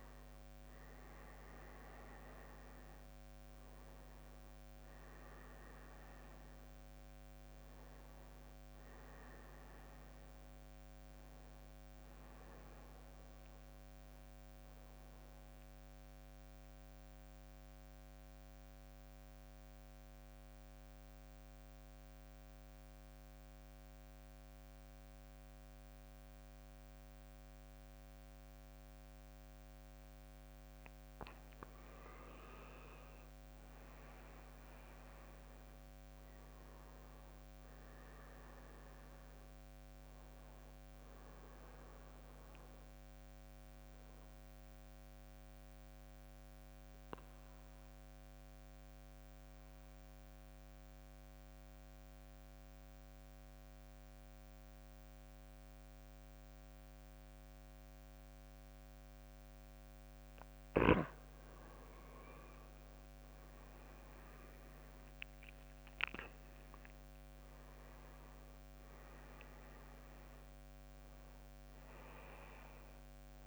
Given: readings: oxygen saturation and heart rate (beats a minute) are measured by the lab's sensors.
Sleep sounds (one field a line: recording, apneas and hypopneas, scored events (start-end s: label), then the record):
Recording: breathing in sleep, hard to hear, by a microphone on the trachea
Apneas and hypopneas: 2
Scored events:
0.00-2.00 s: arousal
0.00-14.00 s: drop in pulse transit time (device-marked, heart rate 64 extreme)
0.00-15.00 s: oxygen desaturation (device-marked, oxygen 91% lowest, heart rate 58 extreme)
15.50-30.00 s: central apnea (oxygen 98% before, 93% lowest, heart rate 70 before, 57 extreme, up 13 after)
32.00-54.00 s: oxygen desaturation (device-marked, oxygen 99% before, 94% lowest, heart rate 61 before, 57 extreme)
33.00-38.50 s: arousal
44.50-61.50 s: central apnea (oxygen 99% before, 93% lowest, heart rate 66 before, 57 extreme, up 15 after)
63.00-68.50 s: arousal
66.00-73.46 s: oxygen desaturation (device-marked, oxygen 98% before, 93% lowest, heart rate 61 before, 57 extreme)
From the record:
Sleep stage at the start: N2 (light sleep)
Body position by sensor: on the back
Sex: male